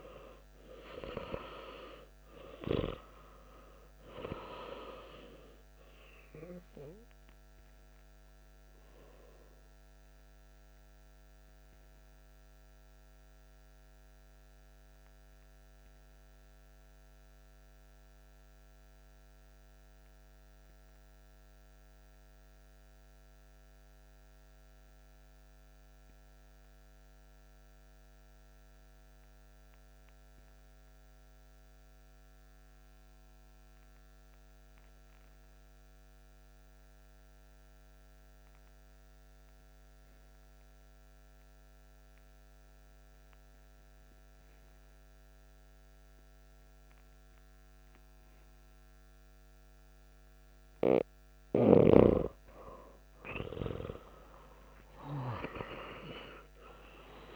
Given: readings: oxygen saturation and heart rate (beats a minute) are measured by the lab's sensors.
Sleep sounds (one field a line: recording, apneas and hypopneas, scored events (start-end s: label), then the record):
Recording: breathing in sleep by a microphone on the trachea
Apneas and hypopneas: 1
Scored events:
0.00-2.50 s: arousal
0.00-24.50 s: oxygen desaturation (device-marked, oxygen 92% lowest)
7.00-50.50 s: obstructive apnea (oxygen 98% before, 90% lowest)
42.50-57.36 s: oxygen desaturation (device-marked, oxygen 97% before, 90% lowest)
52.50-56.50 s: arousal
From the record:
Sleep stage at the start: N2 (light sleep)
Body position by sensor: on the back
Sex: male